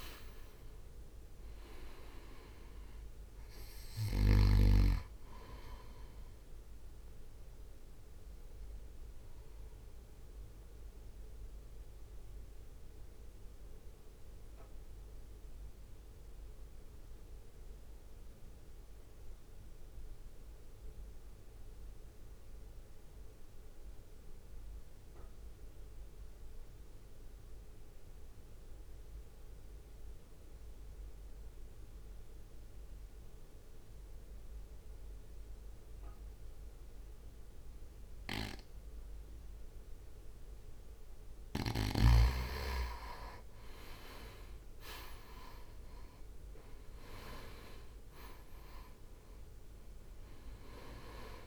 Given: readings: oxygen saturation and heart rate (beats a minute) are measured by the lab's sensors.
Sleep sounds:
breathing in sleep by a room microphone; 1
0.00-3.00 s: arousal
0.00-7.50 s: oxygen desaturation (device-marked, oxygen 92% lowest, heart rate 56 extreme)
0.00-11.50 s: drop in pulse transit time (device-marked, heart rate 59 extreme)
8.00-40.00 s: mixed apnea (oxygen 98% before, 87% lowest, heart rate 62 before, 52 extreme, up 4 after)
19.50-28.50 s: oxygen desaturation (device-marked, oxygen 94% before, 91% lowest, heart rate 60 before, 54 extreme)
40.50-51.47 s: oxygen desaturation (device-marked, oxygen 98% before, 87% lowest, heart rate 59 before, 50 extreme)
46.50-51.47 s: drop in pulse transit time (device-marked, heart rate 59 before, 54 extreme)
47.00-51.00 s: arousal
From the record:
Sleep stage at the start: N2 (light sleep); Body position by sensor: on the right side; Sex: male

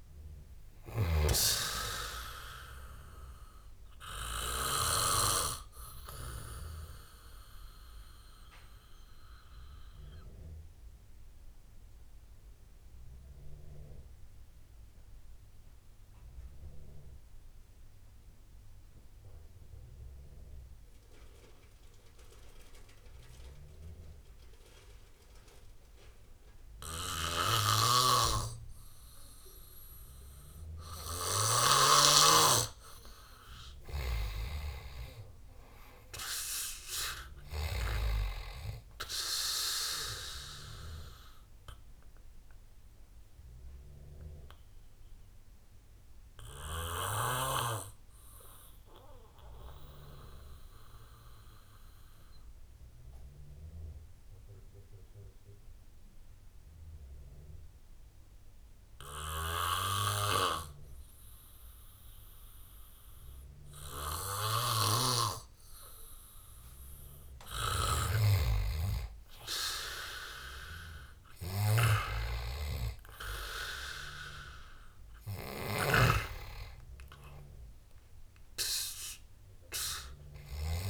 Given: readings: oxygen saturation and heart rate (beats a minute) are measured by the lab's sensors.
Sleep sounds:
breathing in sleep by a room microphone; 2
0.00-11.00 s: oxygen desaturation (device-marked, oxygen 87% lowest, heart rate 63 extreme)
6.00-30.50 s: obstructive apnea (oxygen 97% before, 87% lowest, heart rate 81 before, 63 extreme, up 13 after)
33.50-38.00 s: arousal
38.00-62.00 s: oxygen desaturation (device-marked, oxygen 98% before, 87% lowest, heart rate 72 before, 67 extreme)
42.00-67.00 s: obstructive apnea (oxygen 98% before, 87% lowest, heart rate 74 before, 65 extreme, up 12 after)
69.50-74.00 s: arousal
76.00-80.90 s: oxygen desaturation (device-marked, oxygen 97% before, 90% lowest, heart rate 75 before, 65 extreme)
From the record:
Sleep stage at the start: N2 (light sleep); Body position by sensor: on the back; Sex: male

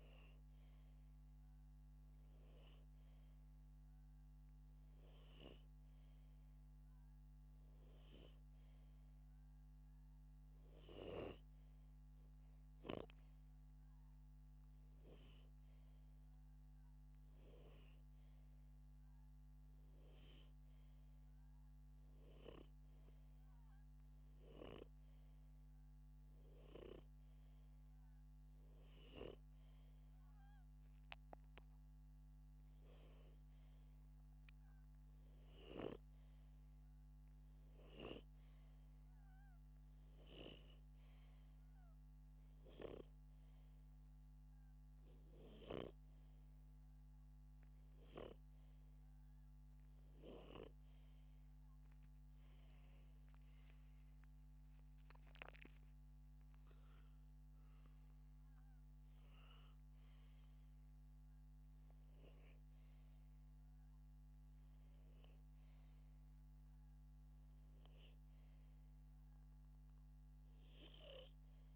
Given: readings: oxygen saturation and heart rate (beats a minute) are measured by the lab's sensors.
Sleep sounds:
breathing in sleep by a microphone on the trachea; none
51.50-55.00 s: arousal
From the record:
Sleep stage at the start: N2 (light sleep); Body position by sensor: upright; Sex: male

